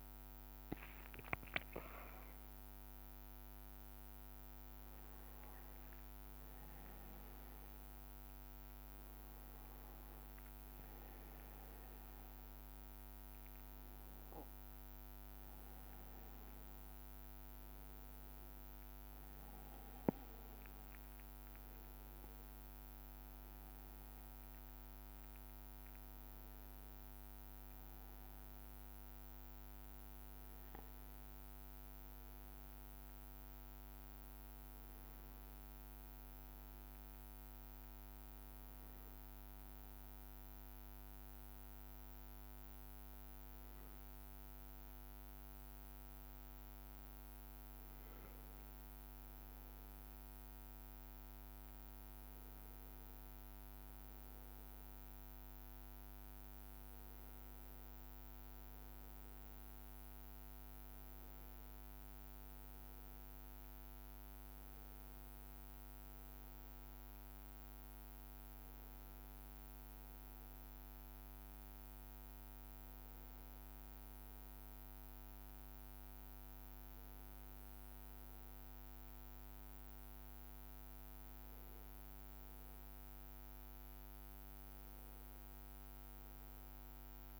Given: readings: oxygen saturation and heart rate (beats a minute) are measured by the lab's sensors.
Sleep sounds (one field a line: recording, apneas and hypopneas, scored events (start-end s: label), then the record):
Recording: breathing in sleep, hard to hear, by a microphone on the trachea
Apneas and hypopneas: none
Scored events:
none scored
From the record:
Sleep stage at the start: N2 (light sleep)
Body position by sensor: on the back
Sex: male